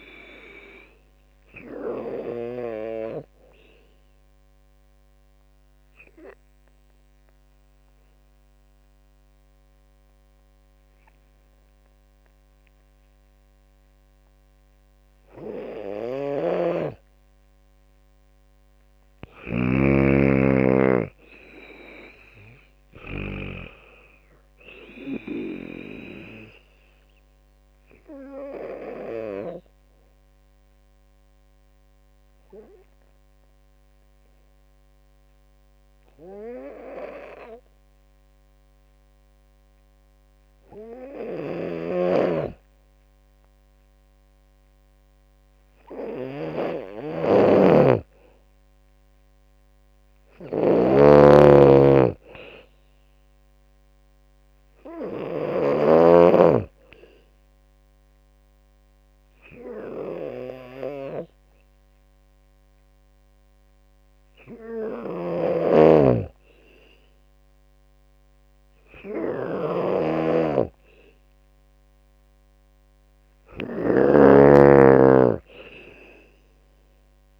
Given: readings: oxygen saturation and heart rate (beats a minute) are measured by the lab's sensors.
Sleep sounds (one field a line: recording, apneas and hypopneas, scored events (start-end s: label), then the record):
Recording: breathing in sleep by a microphone on the trachea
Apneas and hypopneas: 3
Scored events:
0.00-8.50 s: drop in pulse transit time (device-marked, heart rate 77 extreme)
0.00-18.50 s: oxygen desaturation (device-marked, oxygen 90% lowest, heart rate 64 extreme)
2.00-17.00 s: obstructive apnea (oxygen 98% before, 90% lowest, heart rate 78 before, 64 extreme, up 17 after)
16.00-23.00 s: snoring (device-marked)
19.00-23.00 s: arousal
20.50-31.50 s: drop in pulse transit time (device-marked, heart rate 76 before, 73 extreme)
20.50-38.50 s: oxygen desaturation (device-marked, oxygen 98% before, 92% lowest, heart rate 76 before, 64 extreme)
26.50-45.00 s: obstructive apnea (oxygen 98% before, 92% lowest, heart rate 76 before, 64 extreme, up 15 after)
41.00-77.40 s: snoring (device-marked)
46.50-59.50 s: drop in pulse transit time (device-marked, heart rate 72 before, 77 extreme)
47.00-49.50 s: arousal
47.50-49.50 s: long interval between heartbeats (device-marked, heart rate 71 before, 78 extreme)
49.50-71.50 s: oxygen desaturation (device-marked, oxygen 99% before, 93% lowest, heart rate 71 before, 75 extreme)
55.50-69.50 s: obstructive apnea (oxygen 99% before, 90% lowest, heart rate 74 before, 75 extreme, up 6 after)
71.50-75.00 s: arousal
75.50-77.40 s: drop in pulse transit time (device-marked, heart rate 78 before, 78 extreme)
From the record:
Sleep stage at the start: N2 (light sleep)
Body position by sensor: on the back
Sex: female